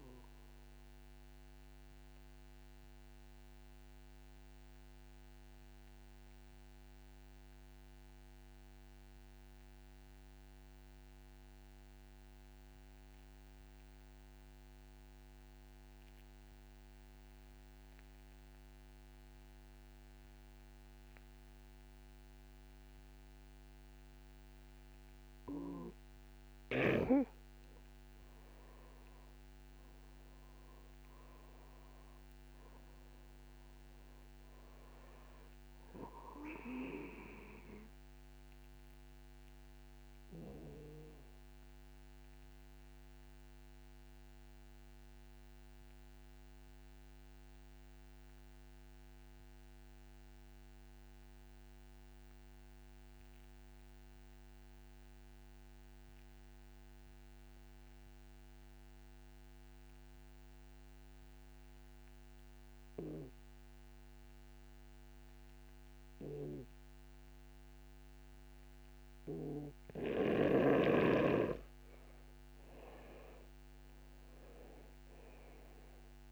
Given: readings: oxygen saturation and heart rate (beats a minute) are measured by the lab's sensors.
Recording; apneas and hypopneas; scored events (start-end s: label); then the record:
breathing in sleep by a microphone on the trachea; 2
0.00-13.00 s: oxygen desaturation (device-marked, oxygen 87% lowest, heart rate 37 extreme)
1.00-26.00 s: obstructive apnea (oxygen 97% before, 87% lowest, heart rate 62 before, 53 extreme, up 2 after)
27.00-53.00 s: oxygen desaturation (device-marked, oxygen 97% before, 88% lowest, heart rate 64 before, 53 extreme)
27.50-31.00 s: arousal
42.00-69.50 s: obstructive apnea (oxygen 97% before, 88% lowest, heart rate 60 before, 58 extreme, up 3 after)
68.00-76.32 s: oxygen desaturation (device-marked, oxygen 97% before, 88% lowest, heart rate 62 before, 59 extreme)
72.00-75.00 s: arousal
From the record:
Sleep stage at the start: N2 (light sleep); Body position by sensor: on the back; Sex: male